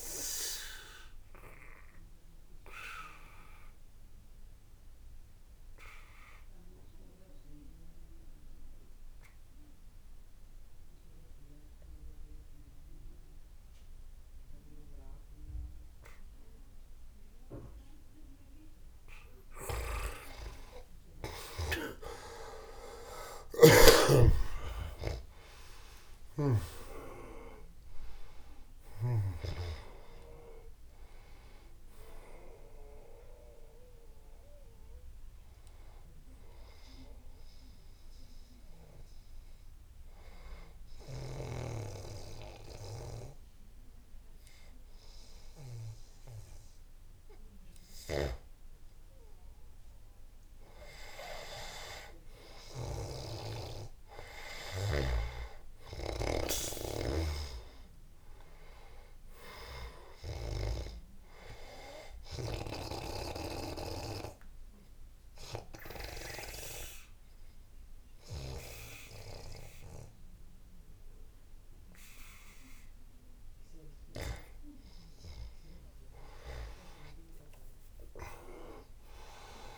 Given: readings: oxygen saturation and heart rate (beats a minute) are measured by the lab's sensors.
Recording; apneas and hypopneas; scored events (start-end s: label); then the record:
breathing in sleep by a room microphone; 3
0.50-12.50 s: oxygen desaturation (device-marked, oxygen 97% before, 93% lowest, heart rate 86 before, 79 extreme)
1.00-19.50 s: obstructive apnea (oxygen 97% before, 84% lowest, heart rate 86 before, 79 extreme, up 4 after)
20.50-25.50 s: arousal
20.50-50.50 s: oxygen desaturation (device-marked, oxygen 96% before, 84% lowest, heart rate 83 before, 78 extreme)
36.50-48.50 s: obstructive apnea (oxygen 96% before, 84% lowest, heart rate 85 before, 78 extreme, up 2 after)
50.00-54.00 s: arousal
57.50-69.50 s: oxygen desaturation (device-marked, oxygen 100% before, 95% lowest, heart rate 89 before, 75 extreme)
62.50-74.50 s: obstructive apnea (oxygen 100% before, 92% lowest, heart rate 86 before, 75 extreme, up 4 after)
76.00-79.50 s: arousal
From the record:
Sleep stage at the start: N2 (light sleep); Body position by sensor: on the back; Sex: male